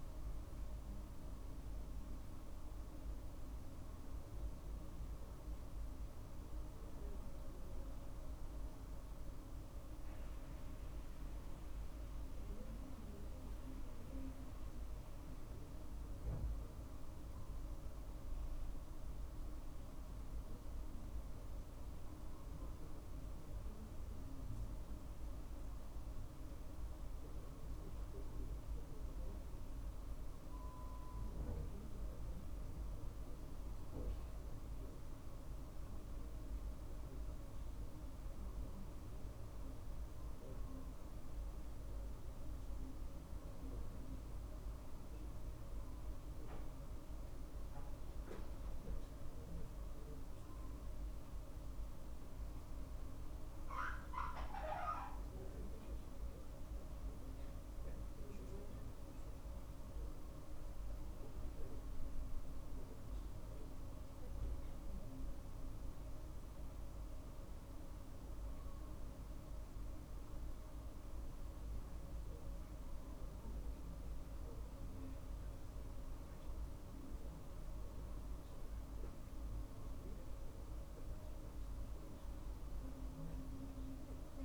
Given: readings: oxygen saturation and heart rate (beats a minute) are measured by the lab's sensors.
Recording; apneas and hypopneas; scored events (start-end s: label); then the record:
breathing in sleep, hard to hear, by a room microphone; none
none scored
From the record:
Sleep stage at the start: N2 (light sleep); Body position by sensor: on the right side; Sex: male